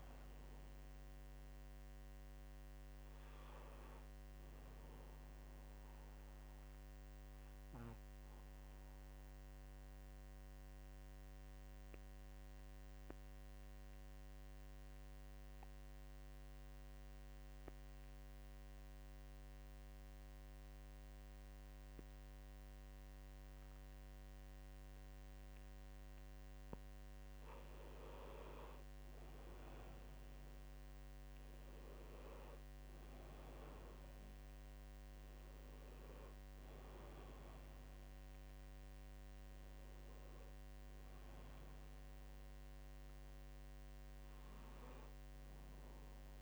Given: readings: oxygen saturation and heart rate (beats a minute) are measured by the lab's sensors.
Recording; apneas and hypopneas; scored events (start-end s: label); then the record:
breathing in sleep, hard to hear, by a microphone on the trachea; 1
2.00-6.50 s: arousal
8.50-26.50 s: obstructive apnea (oxygen 97% before, 91% lowest, heart rate 66 before, 64 extreme, up 3 after)
20.50-22.50 s: long interval between heartbeats (device-marked, heart rate 66 before, 66 extreme)
29.50-33.50 s: arousal
30.00-46.41 s: oxygen desaturation (device-marked, oxygen 96% before, 91% lowest, heart rate 66 before, 65 extreme)
From the record:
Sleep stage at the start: N2 (light sleep); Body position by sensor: on the right side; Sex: male